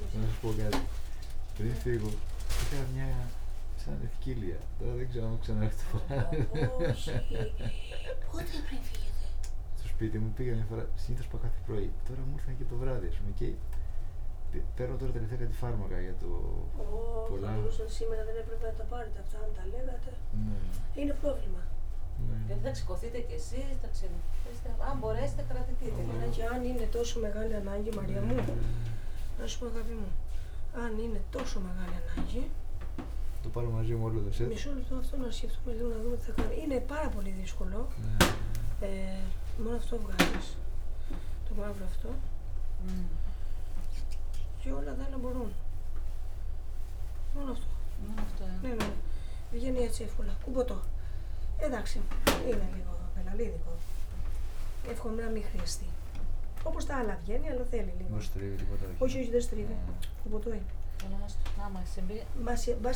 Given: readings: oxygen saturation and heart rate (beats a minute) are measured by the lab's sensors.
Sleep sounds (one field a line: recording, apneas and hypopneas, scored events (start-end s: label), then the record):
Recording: a person awake in a sleep study, by a room microphone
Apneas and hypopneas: none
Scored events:
6.50-10.50 s: snoring (device-marked)
From the record:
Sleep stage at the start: awake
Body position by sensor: on the right side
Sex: male